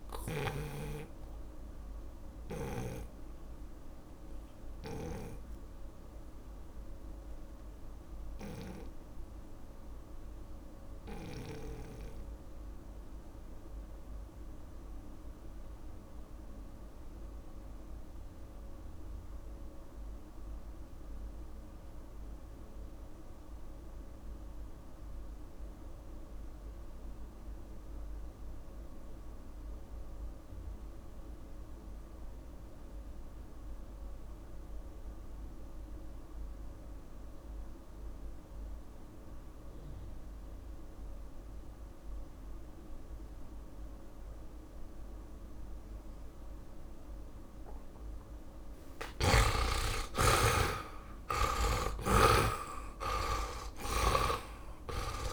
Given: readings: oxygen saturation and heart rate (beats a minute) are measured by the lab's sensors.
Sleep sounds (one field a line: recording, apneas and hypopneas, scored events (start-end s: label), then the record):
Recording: breathing in sleep by a room microphone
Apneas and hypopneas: 1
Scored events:
0.00-1.00 s: snoring (device-marked)
0.00-16.00 s: oxygen desaturation (device-marked, oxygen 82% lowest)
1.50-48.50 s: obstructive apnea (oxygen 100% before, 75% lowest)
28.00-55.33 s: oxygen desaturation (device-marked, oxygen 100% before, 75% lowest)
50.00-54.50 s: arousal
From the record:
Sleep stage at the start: N2 (light sleep)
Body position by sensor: on the back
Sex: male